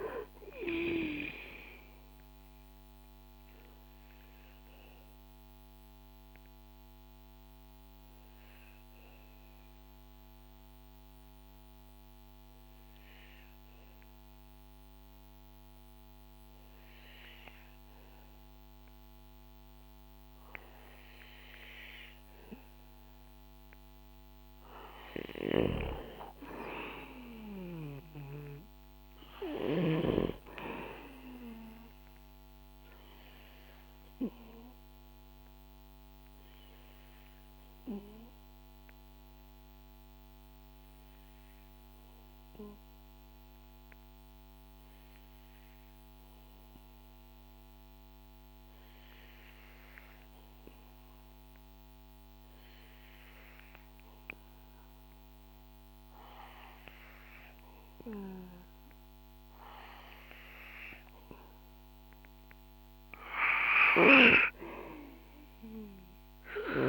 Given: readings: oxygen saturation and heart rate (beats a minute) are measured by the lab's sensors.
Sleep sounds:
breathing in sleep by a microphone on the trachea; 2
1.00-23.50 s: obstructive apnea (oxygen 94% before, 91% lowest, heart rate 75 before, 60 extreme, up 3 after)
25.50-29.00 s: arousal
27.50-51.50 s: oxygen desaturation (device-marked, oxygen 98% before, 93% lowest, heart rate 63 before, 60 extreme)
37.50-61.50 s: obstructive apnea (oxygen 98% before, 92% lowest, heart rate 63 before, 60 extreme, up 5 after)
63.50-66.89 s: oxygen desaturation (device-marked, oxygen 97% before, 93% lowest, heart rate 63 before, 62 extreme)
64.50-66.89 s: arousal
From the record:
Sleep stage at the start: N2 (light sleep); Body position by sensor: on the back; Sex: male

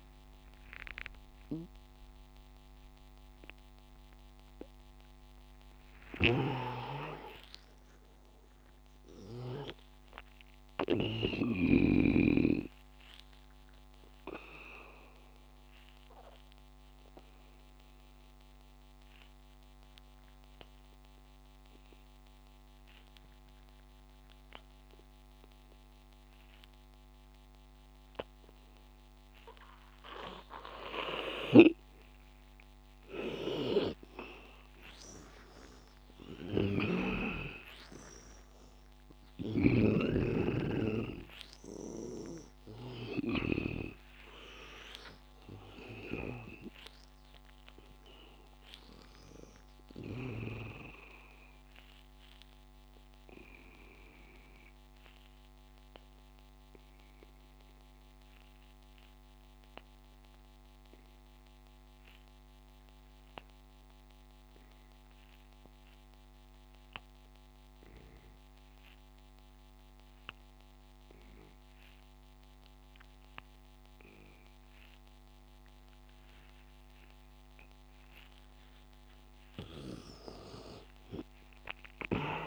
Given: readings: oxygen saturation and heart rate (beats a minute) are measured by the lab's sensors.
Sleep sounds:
breathing in sleep by a microphone on the trachea; 2
0.00-5.00 s: arousal
2.50-14.50 s: oxygen desaturation (device-marked, oxygen 99% before, 90% lowest, heart rate 96 before, 80 extreme)
6.00-11.50 s: snoring (device-marked)
12.50-33.00 s: obstructive apnea (oxygen 100% before, 84% lowest, heart rate 99 before, 80 extreme, up 15 after)
31.50-40.00 s: snoring (device-marked)
34.50-55.50 s: oxygen desaturation (device-marked, oxygen 98% before, 88% lowest, heart rate 87 before, 76 extreme)
35.50-40.50 s: arousal
50.50-78.00 s: obstructive apnea (oxygen 99% before, 80% lowest, heart rate 92 before, 76 extreme, up 12 after)
72.50-82.47 s: oxygen desaturation (device-marked, oxygen 99% before, 80% lowest, heart rate 82 before, 82 extreme)
80.00-82.47 s: arousal
From the record:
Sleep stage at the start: N2 (light sleep); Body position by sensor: on the back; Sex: male

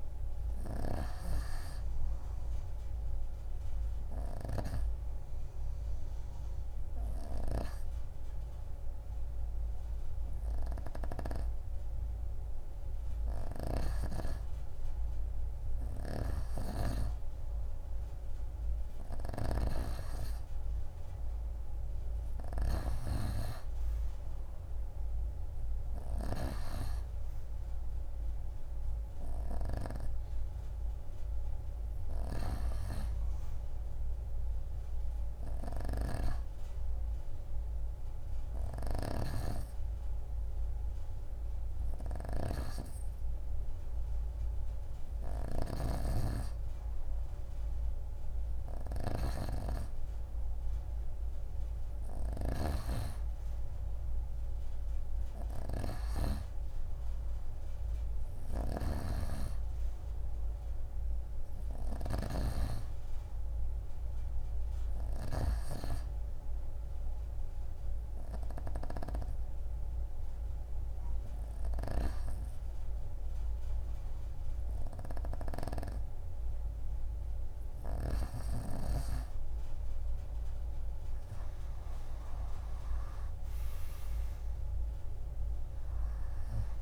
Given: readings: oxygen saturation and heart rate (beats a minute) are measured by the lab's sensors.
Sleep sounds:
breathing in sleep by a room microphone; 2
0.00-13.50 s: oxygen desaturation (device-marked, oxygen 88% lowest)
3.00-14.00 s: hypopnea (oxygen 95% before, 88% lowest)
15.50-19.00 s: arousal
21.50-35.50 s: oxygen desaturation (device-marked, oxygen 94% before, 89% lowest)
58.50-62.50 s: snoring (device-marked)
60.50-64.00 s: arousal
67.00-79.50 s: hypopnea (oxygen 93% before, 87% lowest)
83.00-86.50 s: arousal
84.50-86.82 s: oxygen desaturation (device-marked, oxygen 92% before, 87% lowest)
From the record:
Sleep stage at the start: N2 (light sleep); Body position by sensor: on the right side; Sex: female

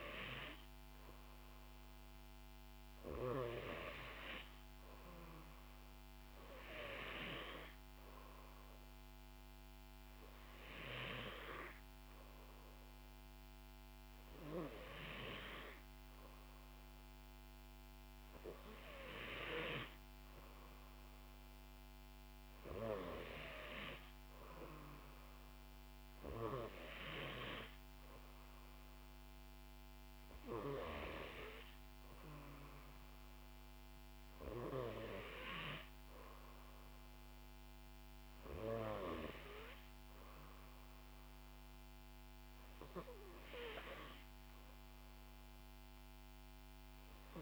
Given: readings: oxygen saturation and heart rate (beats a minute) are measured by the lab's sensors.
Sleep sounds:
breathing in sleep by a microphone on the trachea; none
none scored
From the record:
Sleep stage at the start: N2 (light sleep); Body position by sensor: on the back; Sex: female

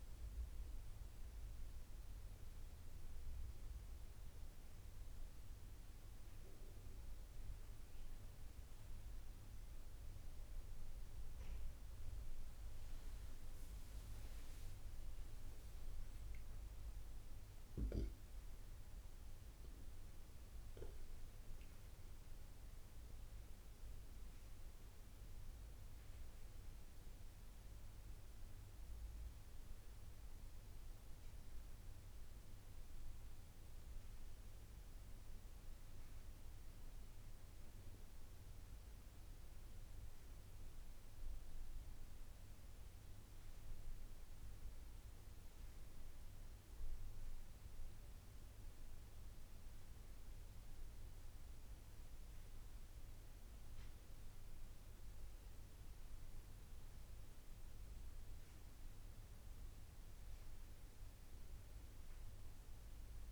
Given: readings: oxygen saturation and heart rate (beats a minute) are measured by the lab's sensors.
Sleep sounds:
breathing in sleep, hard to hear, by a room microphone; none
19.00-22.50 s: arousal
From the record:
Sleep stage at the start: N1 (lightest sleep); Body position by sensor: on the right side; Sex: male

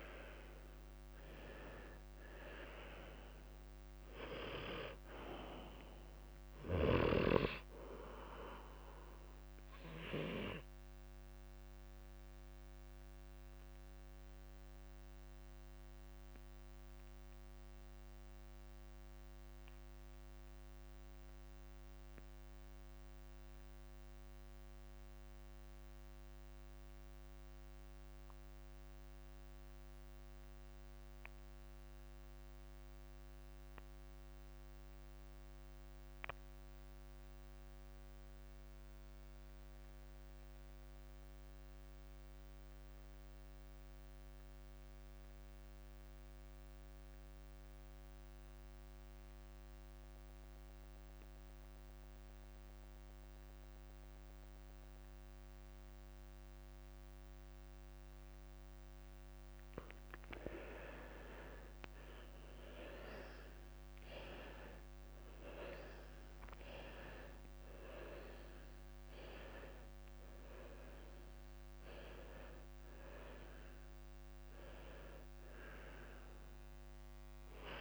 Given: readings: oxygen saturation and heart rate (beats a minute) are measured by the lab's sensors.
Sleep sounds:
breathing in sleep by a microphone on the trachea; 1
0.00-29.00 s: oxygen desaturation (device-marked, oxygen 88% lowest, heart rate 35 extreme)
12.50-57.50 s: mixed apnea (oxygen 97% before, 83% lowest, heart rate 50 before, 37 extreme)
43.00-77.81 s: oxygen desaturation (device-marked, oxygen 97% before, 83% lowest, heart rate 52 before, 37 extreme)
50.00-57.00 s: tachycardia (device-marked, heart rate 54 before, 148 extreme)
51.50-53.50 s: long interval between heartbeats (device-marked, heart rate 54 before, 81 extreme)
53.50-55.50 s: long interval between heartbeats (device-marked, heart rate 58 before, 117 extreme)
57.50-59.50 s: long interval between heartbeats (device-marked, heart rate 75 before, 133 extreme)
60.00-62.00 s: long interval between heartbeats (device-marked, heart rate 86 before, 90 extreme)
61.00-65.50 s: arousal
63.00-65.00 s: long interval between heartbeats (device-marked, heart rate 90 before, 67 extreme)
66.00-68.00 s: long interval between heartbeats (device-marked, heart rate 91 before, 49 extreme)
69.00-71.00 s: long interval between heartbeats (device-marked, heart rate 89 before, 40 extreme)
74.00-76.00 s: long interval between heartbeats (device-marked, heart rate 78 before, 49 extreme)
From the record:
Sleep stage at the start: N2 (light sleep); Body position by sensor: on the left side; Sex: male

